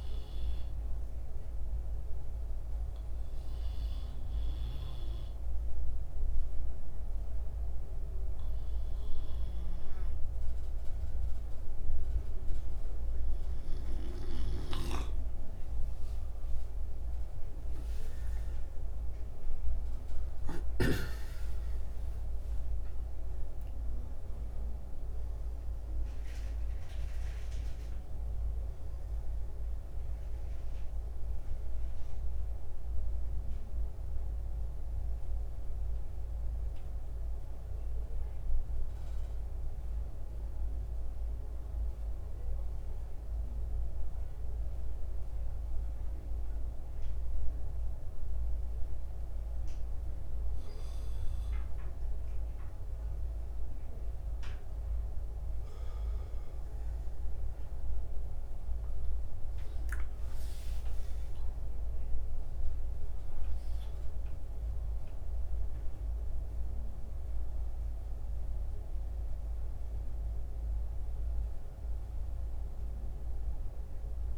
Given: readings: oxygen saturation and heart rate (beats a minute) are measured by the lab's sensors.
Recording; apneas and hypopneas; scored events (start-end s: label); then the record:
breathing in sleep, hard to hear, by a room microphone; 2
0.00-17.50 s: oxygen desaturation (device-marked, oxygen 85% lowest, heart rate 67 extreme)
5.50-16.50 s: hypopnea (oxygen 95% before, 85% lowest, heart rate 71 before, 67 extreme, up 18 after)
17.50-21.00 s: arousal
33.50-52.00 s: mixed apnea (oxygen 88% before, 85% lowest, heart rate 79 before, 66 extreme, up 17 after)
54.00-57.50 s: arousal
61.50-74.37 s: oxygen desaturation (device-marked, oxygen 95% before, 86% lowest, heart rate 72 before, 67 extreme)
From the record:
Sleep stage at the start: N2 (light sleep); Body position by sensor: on the back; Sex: male